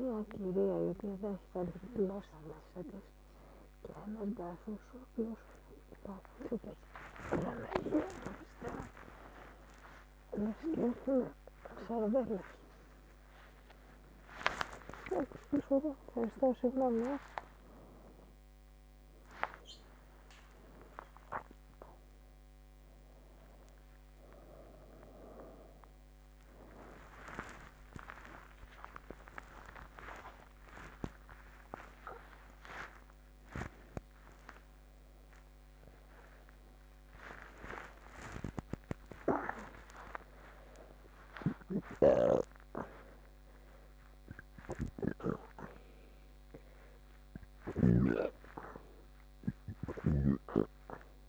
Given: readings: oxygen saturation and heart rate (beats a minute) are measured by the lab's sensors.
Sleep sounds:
a person awake in a sleep study, by a microphone on the trachea; none
none scored
From the record:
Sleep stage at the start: awake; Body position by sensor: on the back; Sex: female

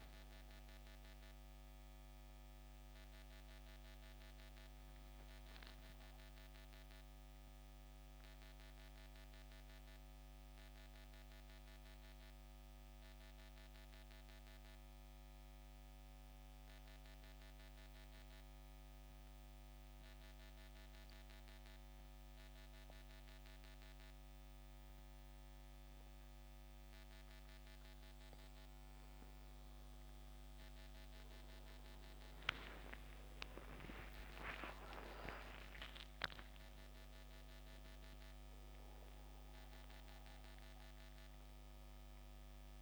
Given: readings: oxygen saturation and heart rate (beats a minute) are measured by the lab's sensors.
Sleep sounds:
breathing in sleep by a microphone on the trachea; 1
0.00-11.00 s: oxygen desaturation (device-marked, oxygen 85% lowest, heart rate 62 extreme)
9.00-26.50 s: central apnea (oxygen 93% before, 85% lowest, heart rate 74 before, 62 extreme, up 14 after)
29.00-34.50 s: arousal
29.00-42.82 s: oxygen desaturation (device-marked, oxygen 95% before, 85% lowest, heart rate 66 before, 65 extreme)
From the record:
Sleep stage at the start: N2 (light sleep); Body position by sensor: on the back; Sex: male

